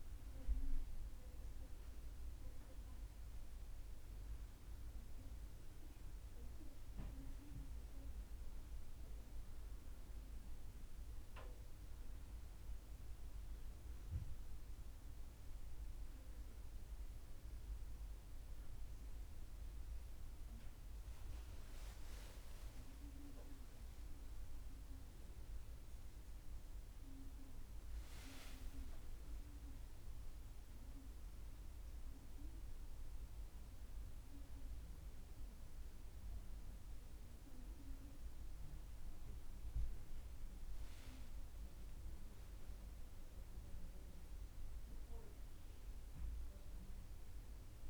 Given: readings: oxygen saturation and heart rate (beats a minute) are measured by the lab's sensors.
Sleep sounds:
breathing in sleep by a room microphone; none
22.50-28.00 s: arousal
From the record:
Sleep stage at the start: N1 (lightest sleep); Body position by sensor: on the back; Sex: female

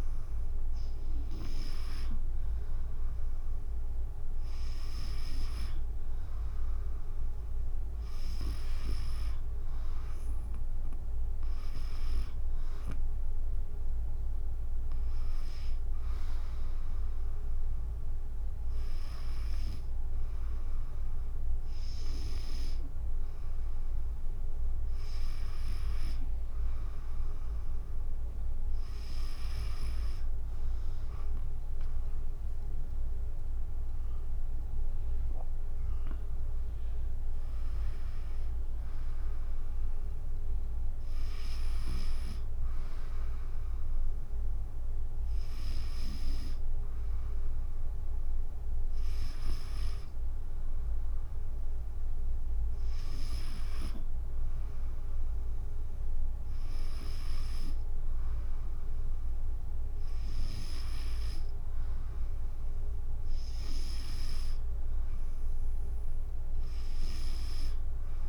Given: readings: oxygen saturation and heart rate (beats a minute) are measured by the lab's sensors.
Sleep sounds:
breathing in sleep by a room microphone; none
28.00-42.00 s: drop in pulse transit time (device-marked, heart rate 65 before, 64 extreme)
33.00-36.50 s: arousal
From the record:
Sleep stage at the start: N2 (light sleep); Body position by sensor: on the back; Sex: female

